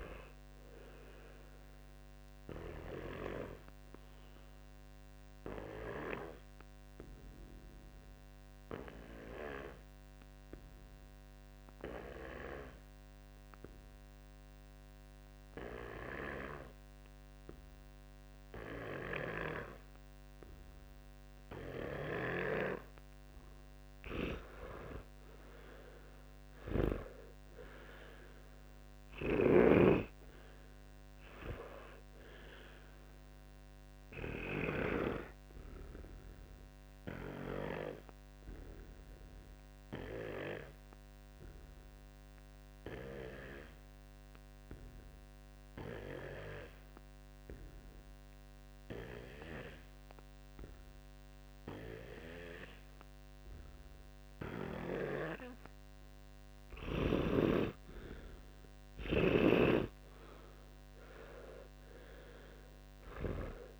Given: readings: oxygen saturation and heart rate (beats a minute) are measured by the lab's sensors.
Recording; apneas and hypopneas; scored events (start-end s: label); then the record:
breathing in sleep by a microphone on the trachea; 2
0.00-10.00 s: oxygen desaturation (device-marked, oxygen 96% lowest, heart rate 58 extreme)
2.50-23.50 s: obstructive apnea (oxygen 100% before, 93% lowest, heart rate 62 before, 58 extreme, up 8 after)
12.00-19.00 s: oxygen desaturation (device-marked, oxygen 97% before, 94% lowest, heart rate 62 before, 59 extreme)
25.50-30.50 s: arousal
26.50-30.00 s: snoring (device-marked)
28.00-53.00 s: oxygen desaturation (device-marked, oxygen 100% before, 94% lowest, heart rate 60 before, 47 extreme)
36.00-57.00 s: obstructive apnea (oxygen 100% before, 93% lowest, heart rate 63 before, 47 extreme, up 13 after)
60.00-63.50 s: arousal
From the record:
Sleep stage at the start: N2 (light sleep); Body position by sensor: on the back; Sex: male